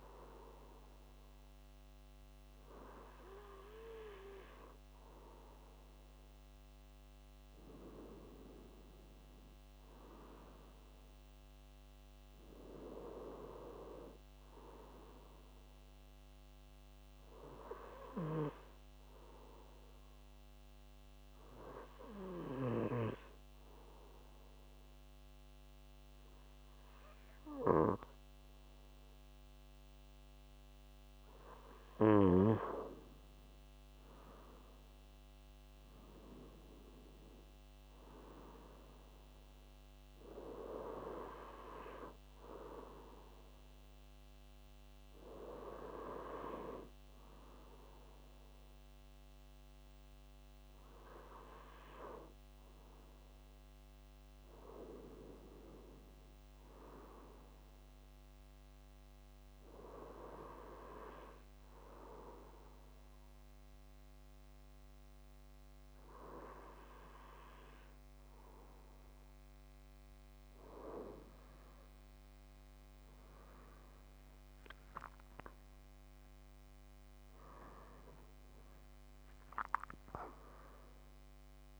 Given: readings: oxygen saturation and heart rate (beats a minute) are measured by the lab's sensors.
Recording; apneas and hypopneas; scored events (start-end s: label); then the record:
breathing in sleep by a microphone on the trachea; 2
8.50-13.00 s: arousal
19.00-31.50 s: hypopnea (oxygen 95% before, 91% lowest, heart rate 146 before, 67 extreme, up 57 after)
33.50-37.00 s: arousal
58.00-70.00 s: hypopnea (oxygen 95% before, 92% lowest, heart rate 108 before, 69 extreme, up 51 after)
74.00-79.50 s: arousal
From the record:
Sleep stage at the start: N2 (light sleep); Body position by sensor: on the left side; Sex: male